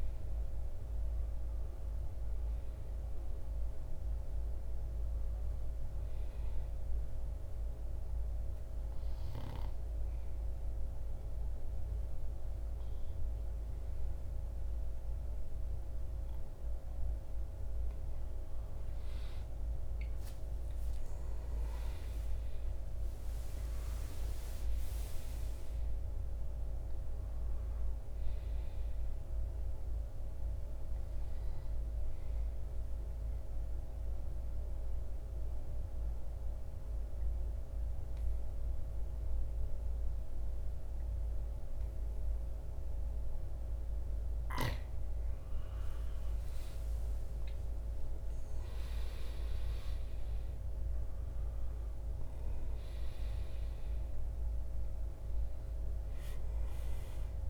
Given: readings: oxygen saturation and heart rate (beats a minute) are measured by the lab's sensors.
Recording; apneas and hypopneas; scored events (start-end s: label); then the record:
breathing in sleep, hard to hear, by a room microphone; 2
0.00-19.00 s: oxygen desaturation (device-marked, oxygen 92% lowest, heart rate 54 extreme)
6.00-17.00 s: obstructive apnea (oxygen 98% before, 91% lowest, heart rate 61 before, 54 extreme, up 10 after)
20.00-23.00 s: arousal
32.50-44.00 s: mixed apnea (oxygen 97% before, 91% lowest, heart rate 64 before, 54 extreme, up 10 after)
47.00-50.50 s: arousal
54.00-57.50 s: oxygen desaturation (device-marked, oxygen 96% before, 91% lowest, heart rate 58 before, 54 extreme)
From the record:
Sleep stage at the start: N2 (light sleep); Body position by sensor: on the back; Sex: male